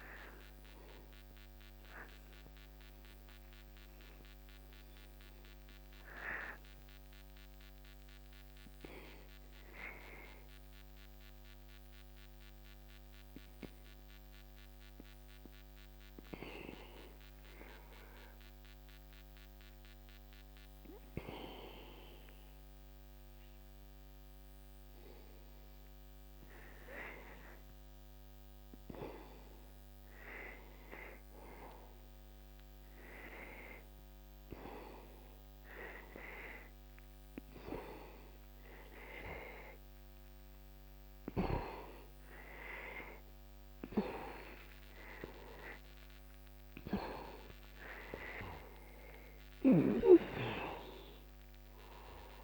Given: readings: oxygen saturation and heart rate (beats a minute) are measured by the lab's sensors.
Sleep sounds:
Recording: breathing in sleep by a microphone on the trachea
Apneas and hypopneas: 1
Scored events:
0.00-21.00 s: oxygen desaturation (device-marked, oxygen 88% lowest, heart rate 60 extreme)
3.00-27.50 s: hypopnea (oxygen 97% before, 88% lowest, heart rate 61 before, 60 extreme, up 1 after)
30.00-34.00 s: arousal
42.00-52.44 s: oxygen desaturation (device-marked, oxygen 97% before, 91% lowest, heart rate 61 before, 60 extreme)
From the record:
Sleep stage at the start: N2 (light sleep)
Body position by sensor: on the back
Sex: male

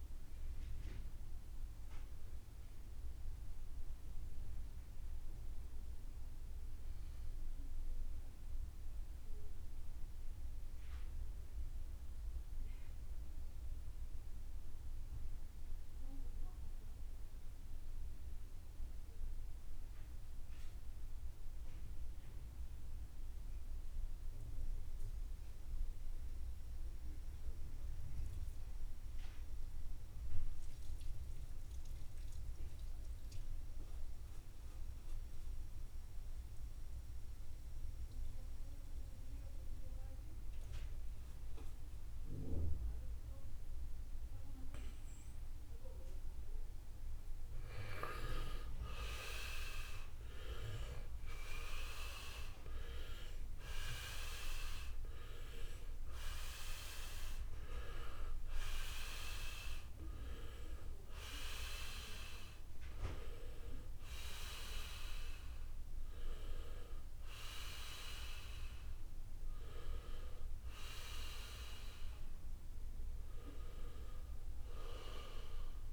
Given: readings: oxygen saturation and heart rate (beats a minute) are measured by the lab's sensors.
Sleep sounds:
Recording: breathing in sleep by a room microphone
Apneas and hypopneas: 1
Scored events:
0.00-27.00 s: oxygen desaturation (device-marked, oxygen 82% lowest, heart rate 54 extreme)
8.50-46.50 s: obstructive apnea (oxygen 95% before, 79% lowest, heart rate 72 before, 54 extreme, up 5 after)
43.00-75.93 s: oxygen desaturation (device-marked, oxygen 97% before, 79% lowest, heart rate 64 before, 54 extreme)
47.50-51.50 s: arousal
From the record:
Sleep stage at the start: REM sleep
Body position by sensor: on the right side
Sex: male

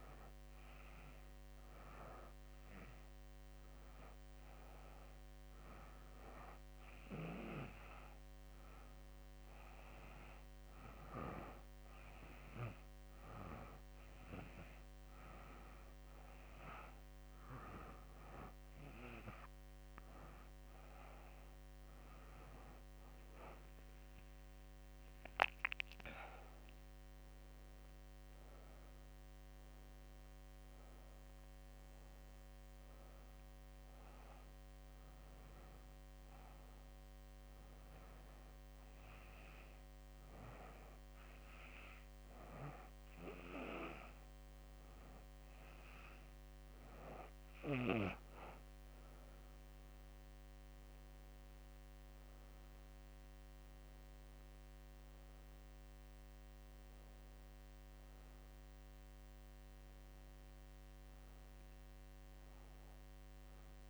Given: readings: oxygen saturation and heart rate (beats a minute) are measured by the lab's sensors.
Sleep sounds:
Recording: breathing in sleep by a microphone on the trachea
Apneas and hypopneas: none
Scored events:
none scored
From the record:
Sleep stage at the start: N2 (light sleep)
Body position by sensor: on the back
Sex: female

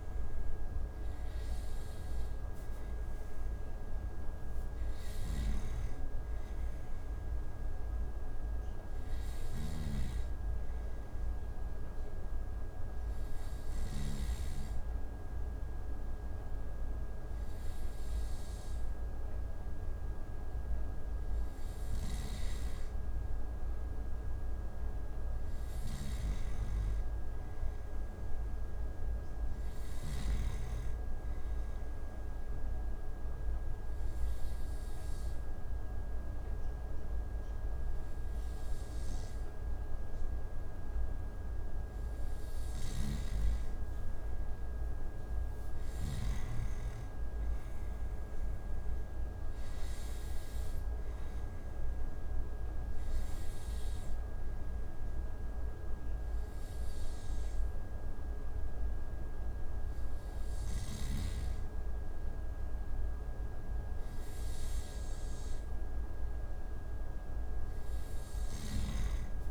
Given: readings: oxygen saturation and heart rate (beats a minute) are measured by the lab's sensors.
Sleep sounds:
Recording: breathing in sleep, hard to hear, by a room microphone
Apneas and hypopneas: 3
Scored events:
0.00-15.50 s: oxygen desaturation (device-marked, oxygen 92% lowest)
5.00-14.00 s: snoring (device-marked)
8.00-21.00 s: hypopnea (oxygen 95% before, 92% lowest)
22.00-30.50 s: snoring (device-marked)
24.50-27.50 s: arousal
31.50-42.00 s: obstructive apnea (oxygen 95% before, 92% lowest)
42.50-46.00 s: snoring (device-marked)
44.00-47.00 s: arousal
53.00-65.00 s: hypopnea (oxygen 95% before, 92% lowest)
66.50-69.50 s: arousal
From the record:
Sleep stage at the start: N2 (light sleep)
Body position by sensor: on the back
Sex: male

